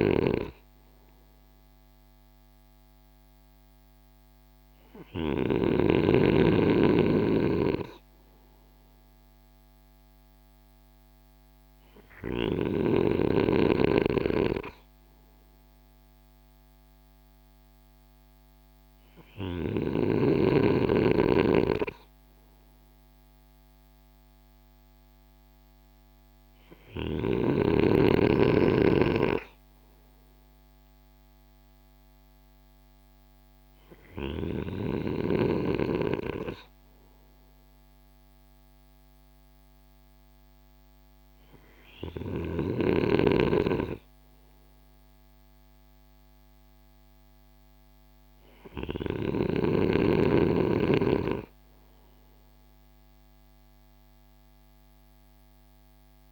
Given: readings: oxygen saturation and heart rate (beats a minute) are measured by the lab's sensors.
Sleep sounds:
breathing in sleep by a microphone on the trachea; none
6.50-12.00 s: snoring (device-marked)
From the record:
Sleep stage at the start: N2 (light sleep); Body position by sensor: on the right side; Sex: male

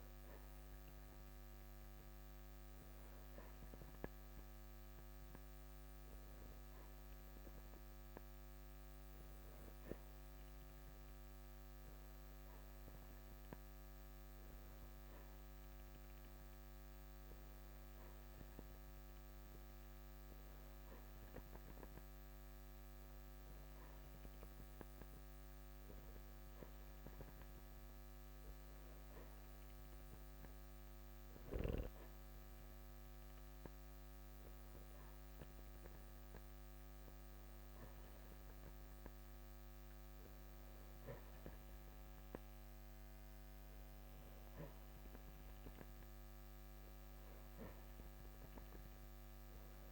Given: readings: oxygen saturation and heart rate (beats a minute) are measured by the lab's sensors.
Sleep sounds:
breathing in sleep, hard to hear, by a microphone on the trachea; none
none scored
From the record:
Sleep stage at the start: N3 (deep sleep); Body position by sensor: on the back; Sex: male

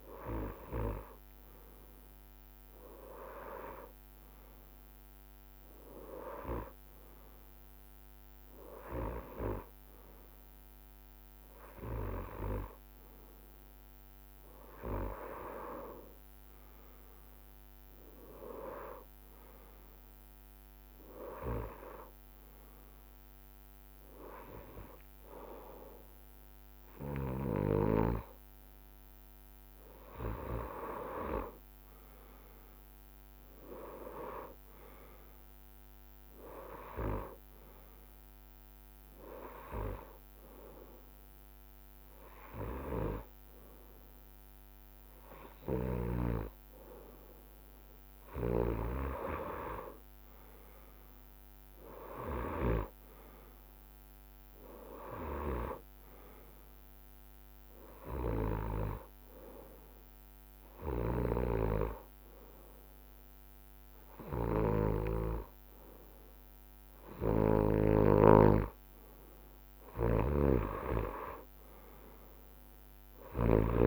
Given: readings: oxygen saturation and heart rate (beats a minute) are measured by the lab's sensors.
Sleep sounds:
breathing in sleep by a microphone on the trachea; 2
31.50-35.50 s: arousal
39.00-49.00 s: hypopnea (oxygen 95% before, 93% lowest, heart rate 68 before, 63 extreme, up 6 after)
57.50-68.00 s: hypopnea (oxygen 95% before, 93% lowest, heart rate 66 before, 64 extreme, up 6 after)
71.50-73.87 s: arousal
From the record:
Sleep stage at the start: N2 (light sleep); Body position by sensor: on the right side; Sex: male

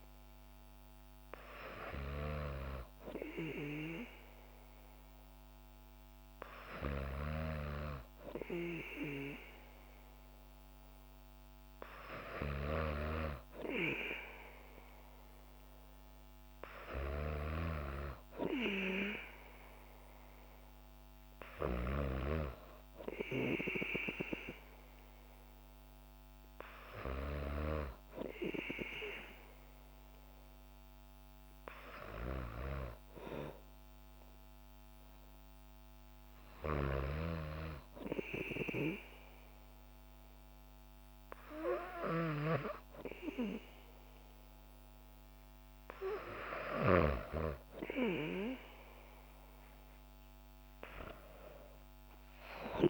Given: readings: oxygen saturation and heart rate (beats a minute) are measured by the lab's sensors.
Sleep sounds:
breathing in sleep by a microphone on the trachea; none
none scored
From the record:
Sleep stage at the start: N2 (light sleep); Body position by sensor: on the back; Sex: female

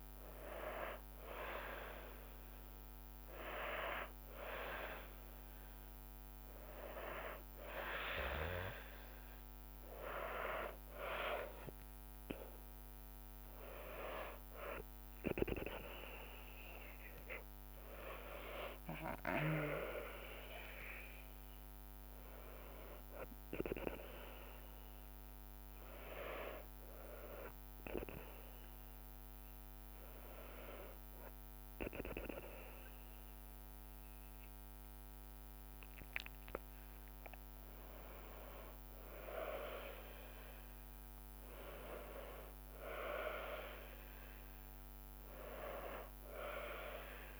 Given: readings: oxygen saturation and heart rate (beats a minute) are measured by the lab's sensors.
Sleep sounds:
breathing in sleep by a microphone on the trachea; none
14.00-26.00 s: drop in pulse transit time (device-marked, heart rate 78 before, 82 extreme)
14.00-29.00 s: tachycardia (device-marked, heart rate 84 before, 140 extreme)
16.00-20.50 s: arousal
From the record:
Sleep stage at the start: N2 (light sleep); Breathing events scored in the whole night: 211 in 5.0 hours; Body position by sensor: on the back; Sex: female

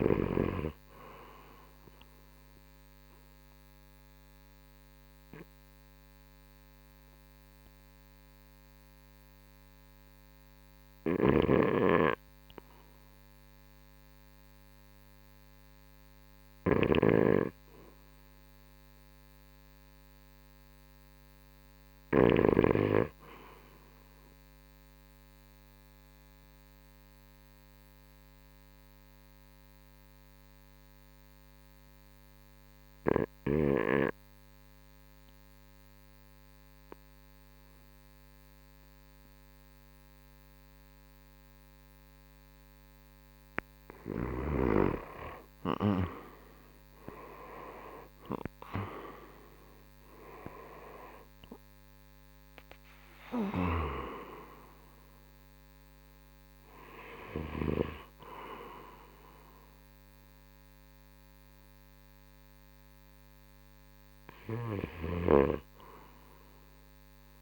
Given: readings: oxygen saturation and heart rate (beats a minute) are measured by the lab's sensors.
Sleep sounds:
breathing in sleep by a microphone on the trachea; 2
0.00-3.50 s: drop in pulse transit time (device-marked, heart rate 68 extreme)
0.00-17.50 s: oxygen desaturation (device-marked, oxygen 75% lowest, heart rate 60 extreme)
1.50-12.00 s: obstructive apnea (oxygen 95% before, 75% lowest, heart rate 72 before, 61 extreme, up 3 after)
11.00-22.50 s: snoring (device-marked)
16.50-20.50 s: arousal
25.00-42.50 s: obstructive apnea (oxygen 97% before, 76% lowest, heart rate 66 before, 60 extreme, up 18 after)
40.50-61.50 s: oxygen desaturation (device-marked, oxygen 89% before, 83% lowest, heart rate 63 before, 63 extreme)
45.50-50.50 s: arousal
46.50-59.50 s: drop in pulse transit time (device-marked, heart rate 63 before, 73 extreme)
63.50-67.42 s: oxygen desaturation (device-marked, oxygen 86% before, 76% lowest, heart rate 75 before, 58 extreme)
65.00-67.42 s: snoring (device-marked)
65.50-67.42 s: new sleep stage, REM sleep
From the record:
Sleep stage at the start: N2 (light sleep); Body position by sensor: on the right side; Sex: male

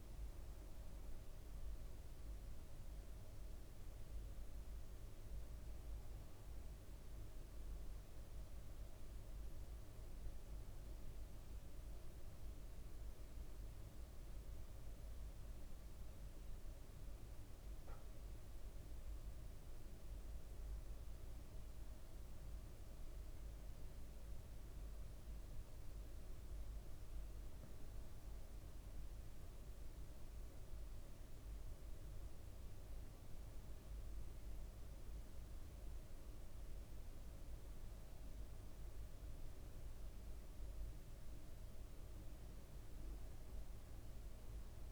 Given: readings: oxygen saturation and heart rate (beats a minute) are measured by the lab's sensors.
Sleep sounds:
breathing in sleep, hard to hear, by a room microphone; none
29.50-35.00 s: leg movement (device-marked)
38.50-40.00 s: leg movement (device-marked)
From the record:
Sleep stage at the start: N1 (lightest sleep); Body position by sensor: on the right side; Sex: male

